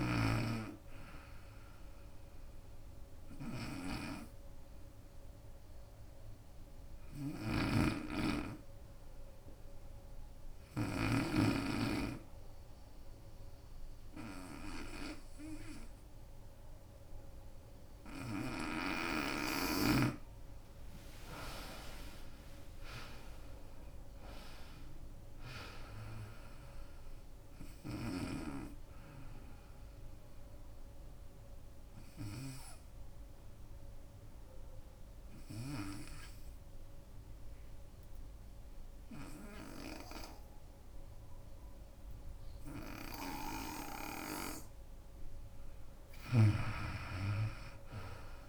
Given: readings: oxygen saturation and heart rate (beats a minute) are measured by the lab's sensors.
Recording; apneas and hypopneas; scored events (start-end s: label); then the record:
breathing in sleep by a room microphone; 2
0.00-5.50 s: drop in pulse transit time (device-marked, heart rate 77 extreme)
0.00-14.50 s: oxygen desaturation (device-marked, oxygen 85% lowest, heart rate 63 extreme)
3.00-19.50 s: hypopnea (oxygen 96% before, 84% lowest, heart rate 80 before, 63 extreme, up 23 after)
12.00-14.00 s: long interval between heartbeats (device-marked, heart rate 81 before, 79 extreme)
20.50-30.50 s: drop in pulse transit time (device-marked, heart rate 76 before, 76 extreme)
21.00-25.00 s: arousal
22.50-44.50 s: oxygen desaturation (device-marked, oxygen 96% before, 84% lowest, heart rate 74 before, 63 extreme)
30.00-44.00 s: obstructive apnea (oxygen 96% before, 84% lowest, heart rate 78 before, 63 extreme, up 25 after)
45.50-48.49 s: drop in pulse transit time (device-marked, heart rate 76 before, 76 extreme)
46.50-48.49 s: oxygen desaturation (device-marked, oxygen 96% before, 85% lowest, heart rate 76 before, 65 extreme)
47.00-48.49 s: arousal
From the record:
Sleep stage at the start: N2 (light sleep); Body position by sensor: on the right side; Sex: female